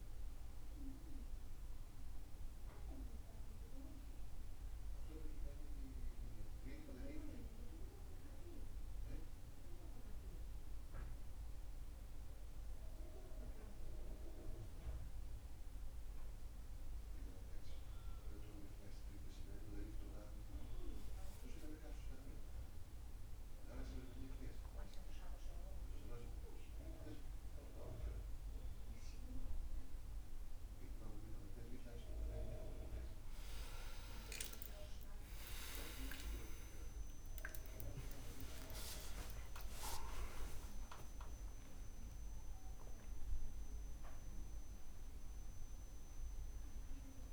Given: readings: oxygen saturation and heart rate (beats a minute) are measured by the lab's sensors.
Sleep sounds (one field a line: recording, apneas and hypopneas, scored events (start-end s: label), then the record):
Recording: a person partly awake in a sleep study, by a room microphone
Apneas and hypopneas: none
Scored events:
28.00-47.32 s: new sleep stage, awake
From the record:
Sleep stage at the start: N2 (light sleep)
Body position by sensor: on the back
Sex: male